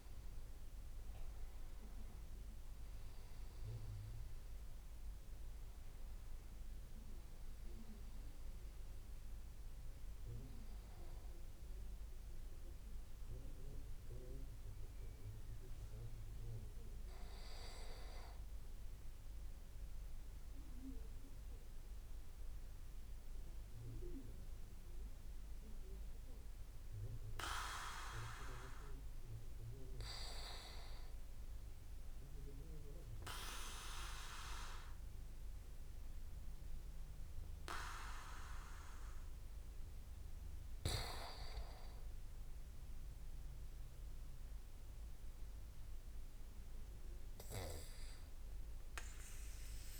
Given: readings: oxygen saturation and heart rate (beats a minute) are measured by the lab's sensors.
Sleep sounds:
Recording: breathing in sleep by a room microphone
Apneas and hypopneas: 1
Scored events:
12.50-16.00 s: arousal
19.00-30.00 s: mixed apnea (oxygen 97% before, 90% lowest)
34.00-37.50 s: arousal
From the record:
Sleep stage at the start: N2 (light sleep)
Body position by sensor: on the back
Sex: male

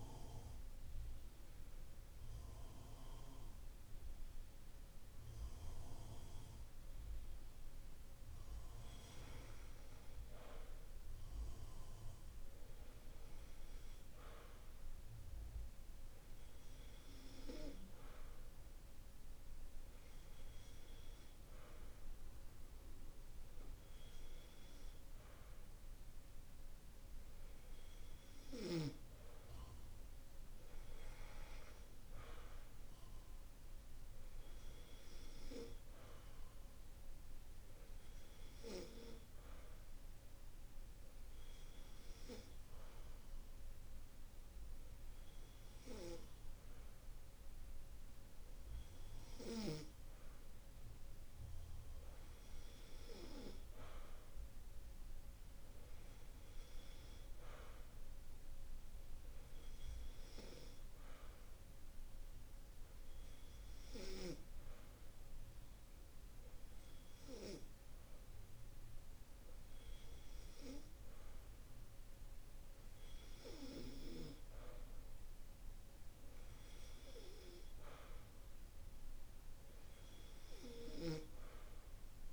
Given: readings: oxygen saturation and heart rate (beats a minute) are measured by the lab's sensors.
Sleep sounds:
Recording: breathing in sleep by a room microphone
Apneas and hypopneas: none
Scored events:
none scored
From the record:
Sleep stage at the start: N2 (light sleep)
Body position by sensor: on the back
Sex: male

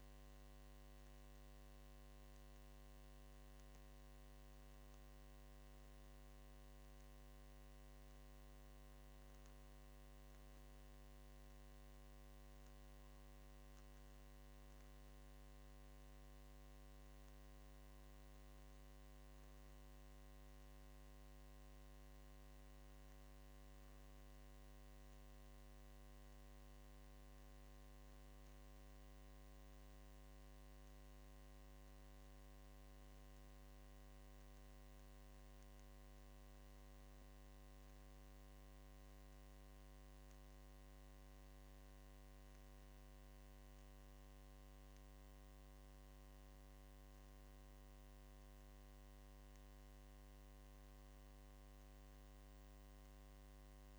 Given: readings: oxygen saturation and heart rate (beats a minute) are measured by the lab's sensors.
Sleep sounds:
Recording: breathing in sleep, hard to hear, by a microphone on the trachea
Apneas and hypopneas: none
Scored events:
1.00-53.99 s: new sleep stage, N2 (light sleep)
From the record:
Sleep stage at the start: N1 (lightest sleep)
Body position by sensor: on the left side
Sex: male

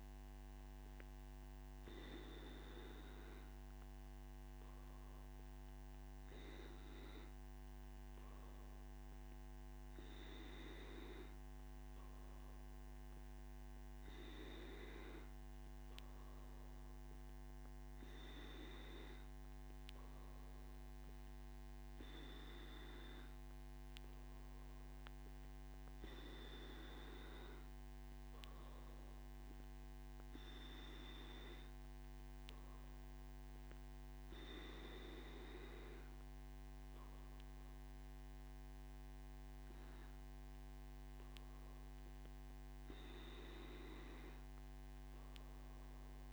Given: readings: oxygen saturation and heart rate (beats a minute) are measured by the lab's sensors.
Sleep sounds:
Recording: breathing in sleep by a microphone on the trachea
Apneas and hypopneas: none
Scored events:
none scored
From the record:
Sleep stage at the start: N2 (light sleep)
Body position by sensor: on the back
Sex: male

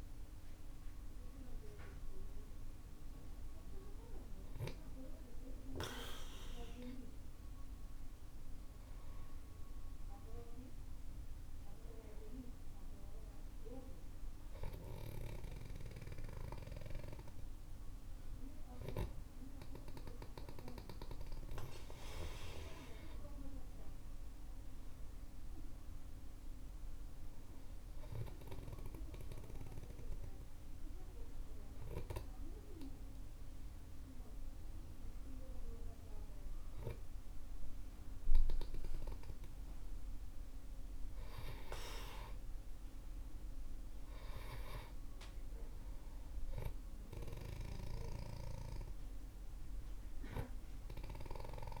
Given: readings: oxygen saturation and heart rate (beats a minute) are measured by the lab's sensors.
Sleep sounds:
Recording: breathing in sleep by a room microphone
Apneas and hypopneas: none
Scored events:
none scored
From the record:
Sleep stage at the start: N2 (light sleep)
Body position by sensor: on the back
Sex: male

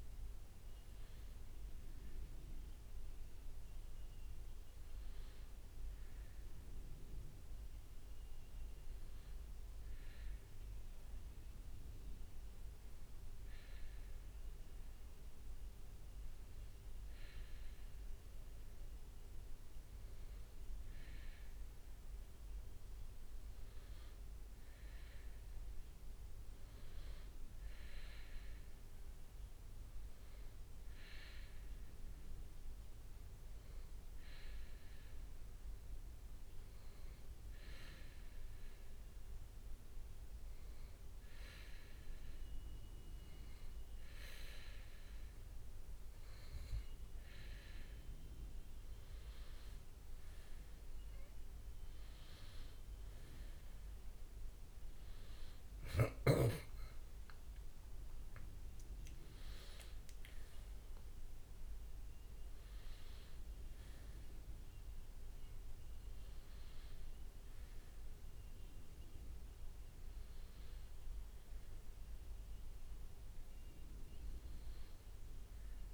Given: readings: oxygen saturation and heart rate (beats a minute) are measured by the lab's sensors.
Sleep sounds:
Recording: breathing in sleep, hard to hear, by a room microphone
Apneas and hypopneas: 2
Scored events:
9.50-20.50 s: hypopnea (oxygen 98% before, 94% lowest, heart rate 69 before, 64 extreme, up 3 after)
22.50-26.50 s: arousal
26.50-36.00 s: leg movement (device-marked)
35.00-47.00 s: hypopnea (oxygen 98% before, 94% lowest, heart rate 66 before, 65 extreme, up 5 after)
38.50-47.50 s: leg movement (device-marked)
50.50-68.50 s: oxygen desaturation (device-marked, oxygen 97% before, 94% lowest, heart rate 66 before, 64 extreme)
51.50-62.00 s: leg movement (device-marked)
55.50-75.94 s: new sleep stage, N1 (lightest sleep)
57.00-61.50 s: arousal
From the record:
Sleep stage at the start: N2 (light sleep)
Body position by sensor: on the back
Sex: male

